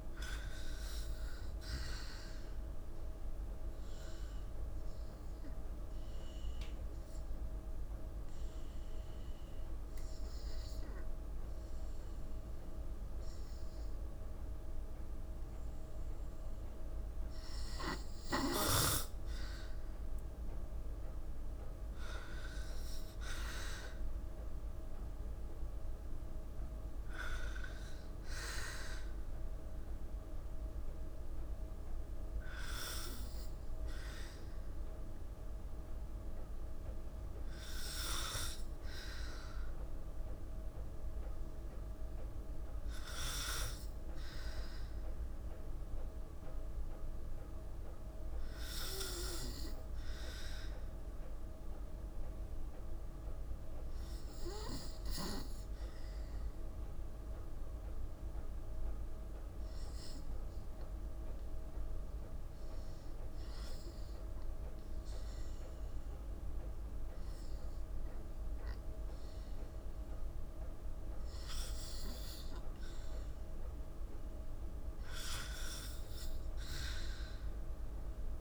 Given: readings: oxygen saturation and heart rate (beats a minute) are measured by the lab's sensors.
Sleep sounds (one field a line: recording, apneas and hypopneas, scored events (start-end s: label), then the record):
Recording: breathing in sleep by a room microphone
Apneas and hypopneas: 2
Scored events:
0.00-1.00 s: arousal
0.00-21.50 s: oxygen desaturation (device-marked, oxygen 87% lowest, heart rate 58 extreme)
3.50-16.00 s: obstructive apnea (oxygen 92% before, 87% lowest, heart rate 62 before, 58 extreme, up 13 after)
21.50-26.50 s: arousal
50.50-69.00 s: hypopnea (oxygen 95% before, 93% lowest, heart rate 61 before, 57 extreme, up 3 after)
71.50-75.50 s: arousal
From the record:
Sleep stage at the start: N2 (light sleep)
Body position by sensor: on the back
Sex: female